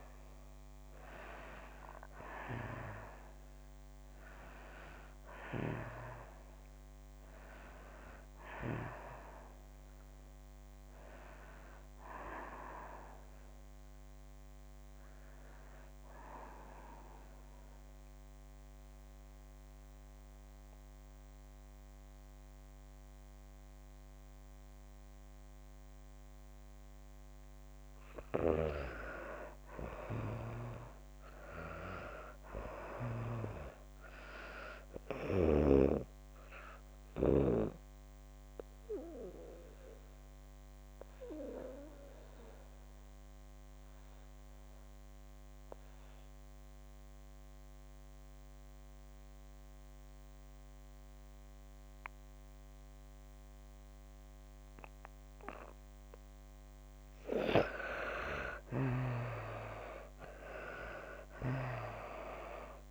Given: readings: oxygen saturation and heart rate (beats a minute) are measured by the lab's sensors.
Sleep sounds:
breathing in sleep by a microphone on the trachea; 2
0.00-21.00 s: oxygen desaturation (device-marked, oxygen 79% lowest)
16.00-27.00 s: central apnea (oxygen 95% before, 79% lowest, heart rate 46 before, 27 extreme, up 33 after)
29.00-32.00 s: arousal
36.00-51.00 s: oxygen desaturation (device-marked, oxygen 98% before, 88% lowest, heart rate 49 before, 63 extreme)
37.50-55.50 s: mixed apnea (oxygen 99% before, 79% lowest, heart rate 50 before, 28 extreme, up 26 after)
57.00-62.91 s: oxygen desaturation (device-marked, oxygen 95% before, 79% lowest, heart rate 97 before, 28 extreme)
58.50-61.50 s: arousal
From the record:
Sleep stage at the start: N2 (light sleep); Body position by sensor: on the back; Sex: female

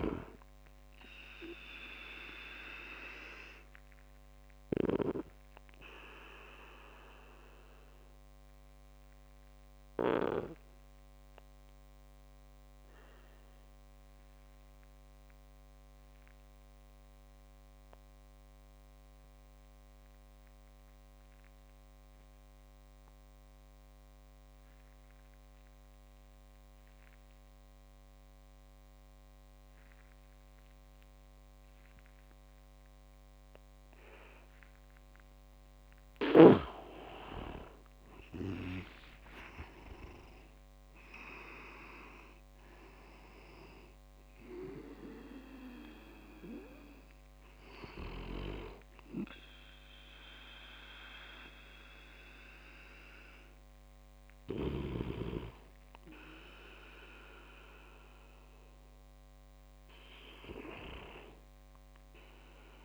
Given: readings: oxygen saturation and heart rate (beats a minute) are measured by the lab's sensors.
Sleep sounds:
breathing in sleep by a microphone on the trachea; 1
0.00-5.50 s: snoring (device-marked)
0.50-20.50 s: oxygen desaturation (device-marked, oxygen 95% before, 91% lowest)
1.00-34.50 s: obstructive apnea (oxygen 99% before, 89% lowest)
34.50-55.50 s: oxygen desaturation (device-marked, oxygen 98% before, 90% lowest)
37.50-40.50 s: leg movement (device-marked)
37.50-41.00 s: arousal
57.50-62.85 s: oxygen desaturation (device-marked, oxygen 92% before, 89% lowest)
From the record:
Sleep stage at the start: N2 (light sleep); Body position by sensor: on the back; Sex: male

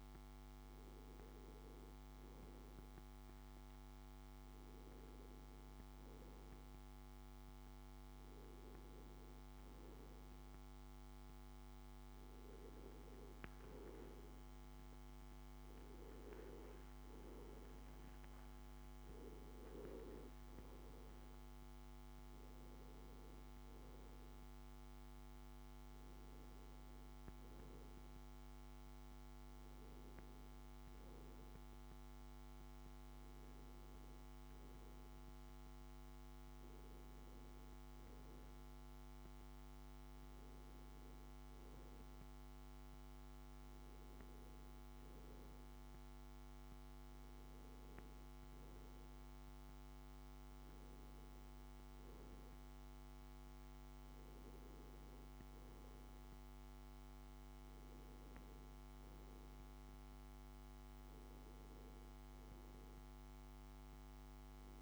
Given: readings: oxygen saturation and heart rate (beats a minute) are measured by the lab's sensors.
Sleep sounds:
breathing in sleep, hard to hear, by a microphone on the trachea; none
none scored
From the record:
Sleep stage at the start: N2 (light sleep); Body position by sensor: on the back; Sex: male

